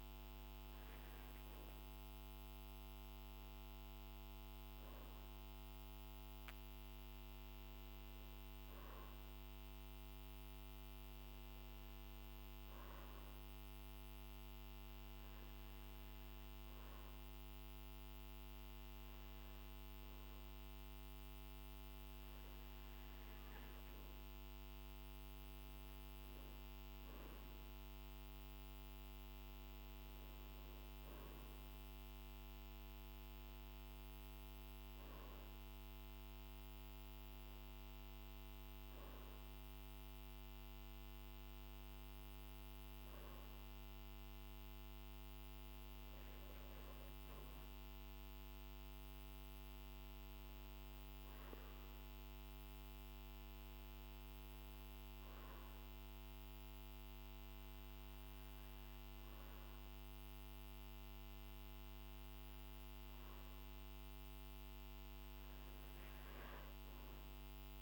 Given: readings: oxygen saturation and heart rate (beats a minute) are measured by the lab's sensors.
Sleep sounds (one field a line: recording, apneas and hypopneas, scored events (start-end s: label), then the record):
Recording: breathing in sleep, hard to hear, by a microphone on the trachea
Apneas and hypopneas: none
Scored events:
none scored
From the record:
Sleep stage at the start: N2 (light sleep)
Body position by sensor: on the back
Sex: male